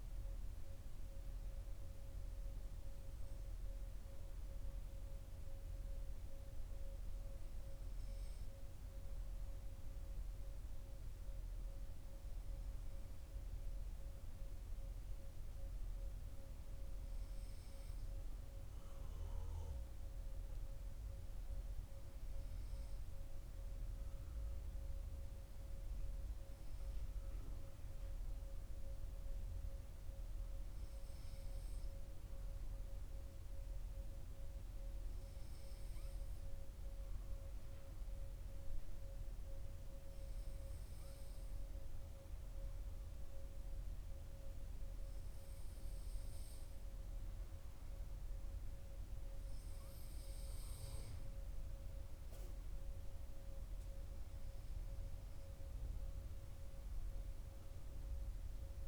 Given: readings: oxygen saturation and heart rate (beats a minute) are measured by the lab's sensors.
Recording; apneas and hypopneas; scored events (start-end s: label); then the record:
breathing in sleep, hard to hear, by a room microphone; 1
32.50-48.00 s: hypopnea (oxygen 95% before, 93% lowest, heart rate 61 before, 59 extreme, up 7 after)
51.00-55.50 s: arousal
From the record:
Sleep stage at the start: N2 (light sleep); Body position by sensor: on the right side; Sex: male